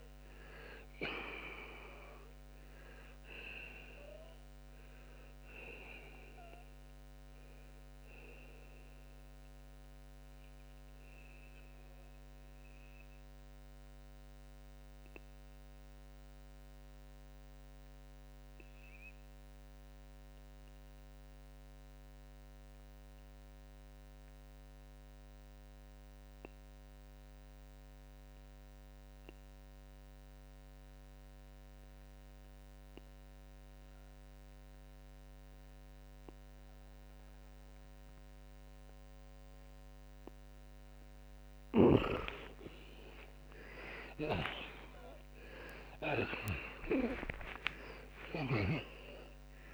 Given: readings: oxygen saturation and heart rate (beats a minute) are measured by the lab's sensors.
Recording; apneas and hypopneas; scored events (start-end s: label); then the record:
breathing in sleep by a microphone on the trachea; 1
13.50-40.00 s: obstructive apnea (oxygen 95% before, 82% lowest, heart rate 86 before, 29 extreme)
19.50-41.50 s: oxygen desaturation (device-marked, oxygen 94% before, 83% lowest, heart rate 66 before, 29 extreme)
41.50-46.50 s: snoring (device-marked)
43.00-48.50 s: arousal
From the record:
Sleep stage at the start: N2 (light sleep); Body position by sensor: on the back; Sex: male